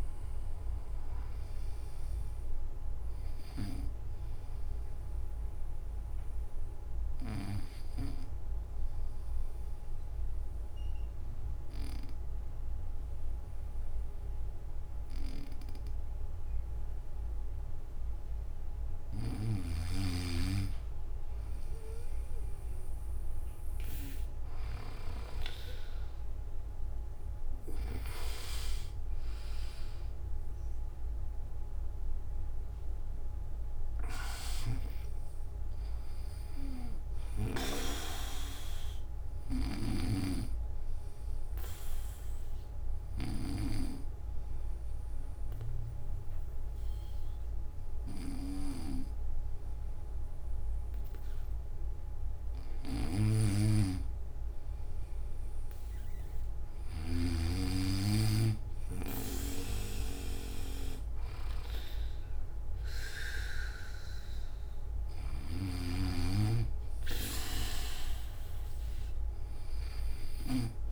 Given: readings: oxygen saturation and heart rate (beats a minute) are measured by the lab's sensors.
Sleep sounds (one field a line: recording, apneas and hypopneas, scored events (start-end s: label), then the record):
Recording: breathing in sleep by a room microphone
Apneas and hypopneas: 2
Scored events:
0.00-13.00 s: oxygen desaturation (device-marked, oxygen 88% lowest)
6.00-18.00 s: obstructive apnea (oxygen 100% before, 88% lowest)
26.00-50.00 s: oxygen desaturation (device-marked, oxygen 100% before, 93% lowest)
38.00-52.00 s: obstructive apnea (oxygen 100% before, 90% lowest)
39.50-43.50 s: snoring (device-marked)
52.50-57.00 s: snoring (device-marked)
62.00-70.92 s: oxygen desaturation (device-marked, oxygen 98% before, 92% lowest)
65.00-70.50 s: snoring (device-marked)
From the record:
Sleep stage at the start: N2 (light sleep)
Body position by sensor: on the back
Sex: male